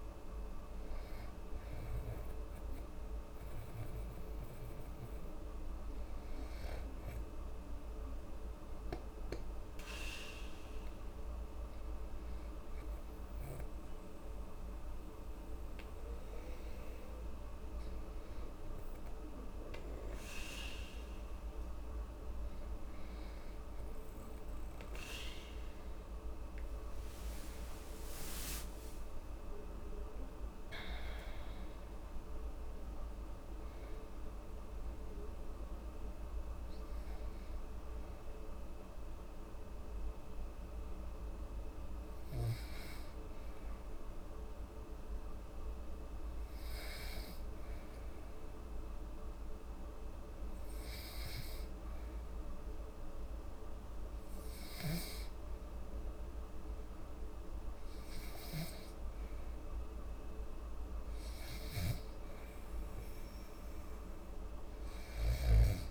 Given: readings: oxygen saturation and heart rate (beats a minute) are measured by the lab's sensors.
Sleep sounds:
breathing in sleep, hard to hear, by a room microphone; 1
26.50-30.50 s: arousal
47.50-60.00 s: hypopnea (oxygen 97% before, 91% lowest, heart rate 74 before, 69 extreme, up 5 after)
58.00-65.91 s: oxygen desaturation (device-marked, oxygen 98% before, 91% lowest, heart rate 70 before, 66 extreme)
From the record:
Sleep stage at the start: N2 (light sleep); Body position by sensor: on the back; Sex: female

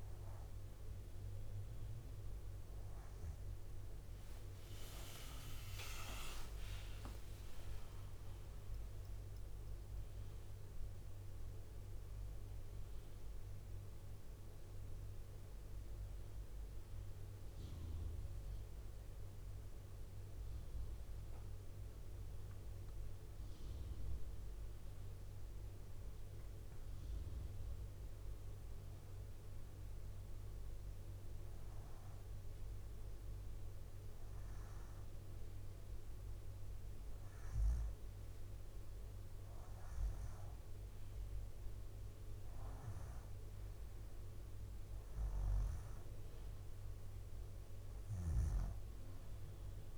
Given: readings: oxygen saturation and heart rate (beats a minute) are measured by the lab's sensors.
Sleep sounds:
a person awake in a sleep study, hard to hear, by a room microphone; none
2.50-32.50 s: new sleep stage, awake
4.00-10.00 s: leg movement (device-marked)
6.50-23.50 s: drop in pulse transit time (device-marked, heart rate 63 before, 68 extreme)
25.50-29.50 s: leg movement (device-marked)
32.50-49.98 s: new sleep stage, N2 (light sleep)
From the record:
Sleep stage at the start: REM sleep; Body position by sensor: upright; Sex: female

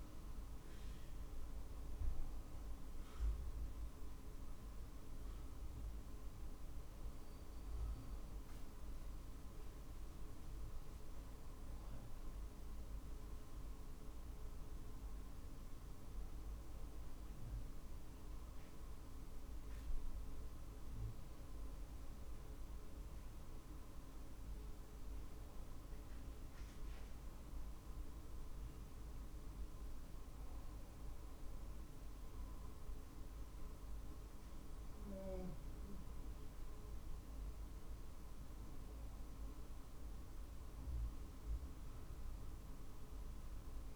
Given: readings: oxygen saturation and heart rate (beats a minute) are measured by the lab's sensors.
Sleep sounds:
breathing in sleep, hard to hear, by a room microphone; none
14.50-28.50 s: drop in pulse transit time (device-marked, heart rate 48 before, 48 extreme)
19.00-21.00 s: long interval between heartbeats (device-marked, heart rate 49 before, 59 extreme)
38.50-41.50 s: arousal
From the record:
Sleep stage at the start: N2 (light sleep); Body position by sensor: on the back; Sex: male

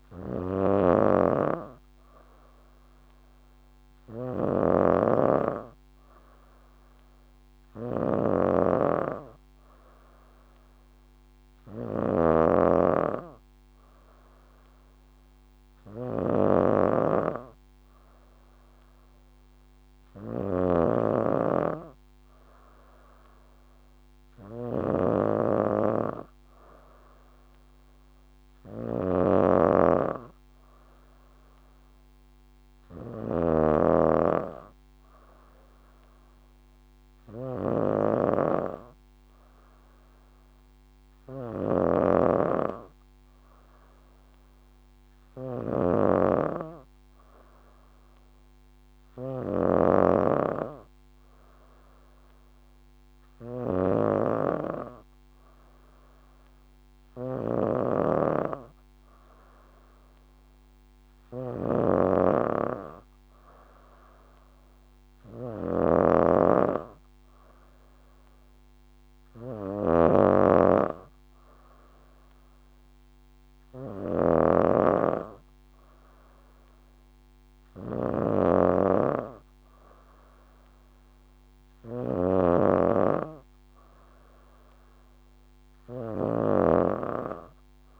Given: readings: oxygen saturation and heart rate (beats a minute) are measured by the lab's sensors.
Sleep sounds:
breathing in sleep by a microphone on the trachea; none
0.00-86.50 s: snoring (device-marked)
83.50-88.00 s: new sleep stage, awake
From the record:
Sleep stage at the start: N3 (deep sleep); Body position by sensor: on the back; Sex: female

